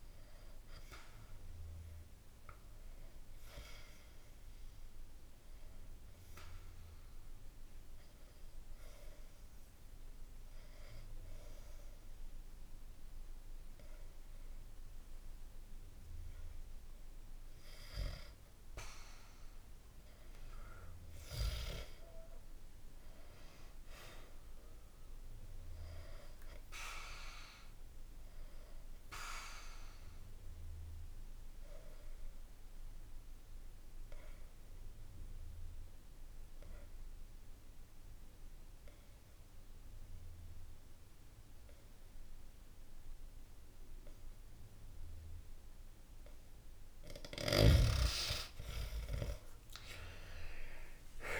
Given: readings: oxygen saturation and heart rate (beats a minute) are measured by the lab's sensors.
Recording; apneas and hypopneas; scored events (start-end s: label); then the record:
breathing in sleep by a room microphone; 2
0.00-14.00 s: oxygen desaturation (device-marked, oxygen 91% lowest, heart rate 63 extreme)
5.50-17.00 s: obstructive apnea (oxygen 98% before, 91% lowest, heart rate 65 before, 63 extreme, up 2 after)
18.50-22.50 s: arousal
28.50-45.50 s: obstructive apnea (oxygen 98% before, 91% lowest, heart rate 65 before, 54 extreme, up 3 after)
29.00-42.00 s: oxygen desaturation (device-marked, oxygen 98% before, 94% lowest, heart rate 65 before, 54 extreme)
50.00-51.40 s: arousal
From the record:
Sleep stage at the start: REM sleep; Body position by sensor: on the back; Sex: male